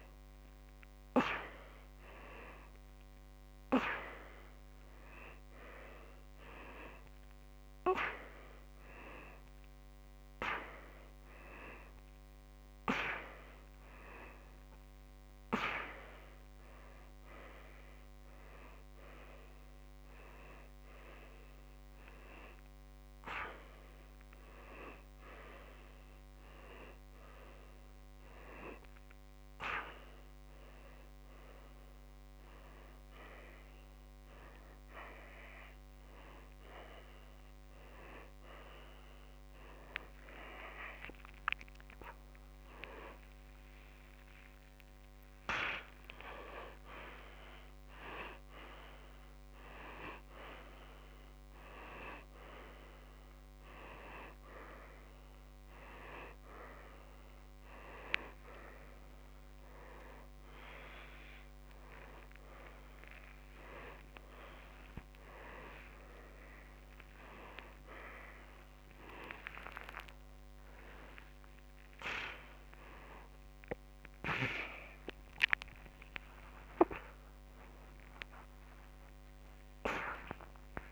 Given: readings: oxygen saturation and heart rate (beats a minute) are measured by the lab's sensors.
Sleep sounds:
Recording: a person awake in a sleep study, by a microphone on the trachea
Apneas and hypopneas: none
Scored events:
11.50-39.50 s: oxygen desaturation (device-marked, oxygen 95% before, 92% lowest, heart rate 92 before, 89 extreme)
70.50-80.92 s: oxygen desaturation (device-marked, oxygen 93% before, 90% lowest, heart rate 91 before, 99 extreme)
From the record:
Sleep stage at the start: awake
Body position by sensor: upright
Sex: male

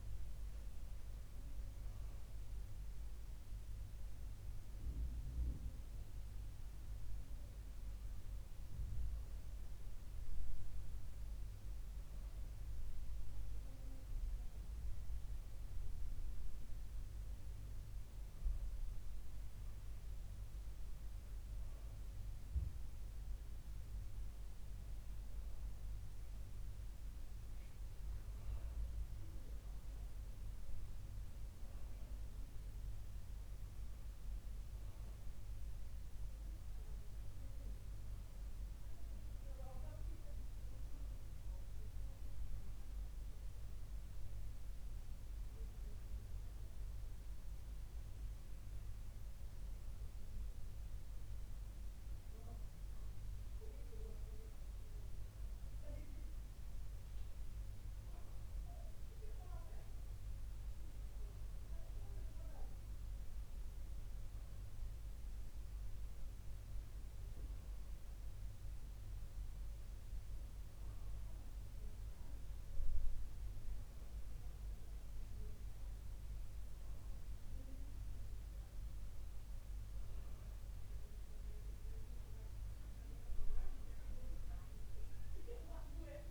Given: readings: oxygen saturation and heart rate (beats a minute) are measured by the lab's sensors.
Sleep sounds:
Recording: breathing in sleep, hard to hear, by a room microphone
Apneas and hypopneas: none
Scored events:
none scored
From the record:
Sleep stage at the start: N2 (light sleep)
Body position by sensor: on the back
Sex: male

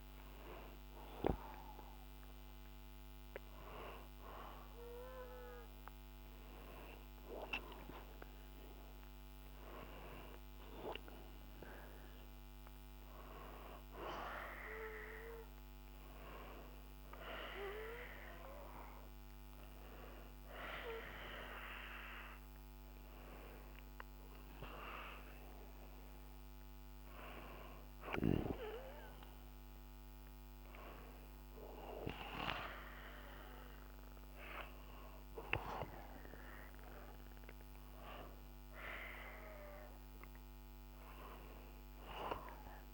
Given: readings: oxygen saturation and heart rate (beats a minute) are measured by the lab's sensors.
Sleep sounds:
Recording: breathing in sleep by a microphone on the trachea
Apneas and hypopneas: none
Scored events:
none scored
From the record:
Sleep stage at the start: N1 (lightest sleep)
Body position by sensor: on the back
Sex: male

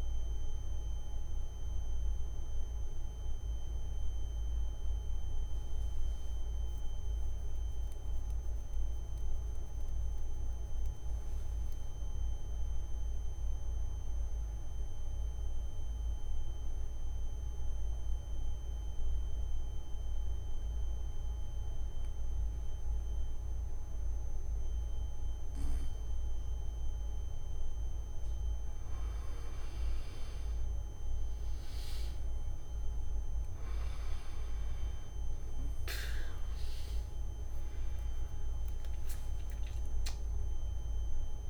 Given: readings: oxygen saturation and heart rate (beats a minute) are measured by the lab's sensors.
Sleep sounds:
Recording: breathing in sleep, hard to hear, by a room microphone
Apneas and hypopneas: 1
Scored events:
0.00-10.50 s: oxygen desaturation (device-marked, oxygen 94% lowest, heart rate 60 extreme)
13.00-29.00 s: mixed apnea (oxygen 98% before, 93% lowest, heart rate 110 before, 28 extreme, up 19 after)
31.50-41.50 s: new sleep stage, N3 (deep sleep)
40.50-41.50 s: oxygen desaturation (device-marked, oxygen 99% before, 93% lowest, heart rate 69 before, 60 extreme)
From the record:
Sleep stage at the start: N2 (light sleep)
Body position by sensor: on the back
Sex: male

